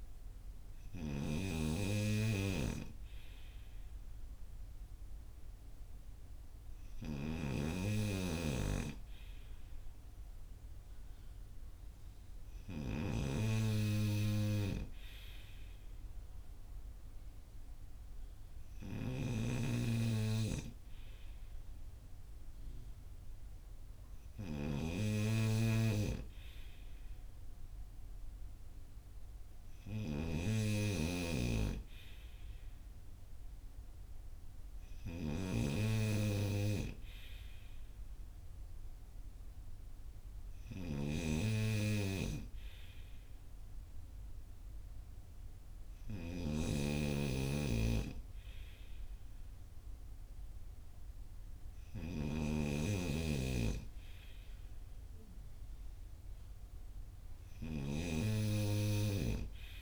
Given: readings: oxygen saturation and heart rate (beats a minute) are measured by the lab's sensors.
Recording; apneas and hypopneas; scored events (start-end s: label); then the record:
breathing in sleep by a room microphone; none
0.00-59.82 s: snoring (device-marked)
From the record:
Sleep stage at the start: N2 (light sleep); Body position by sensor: on the front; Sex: male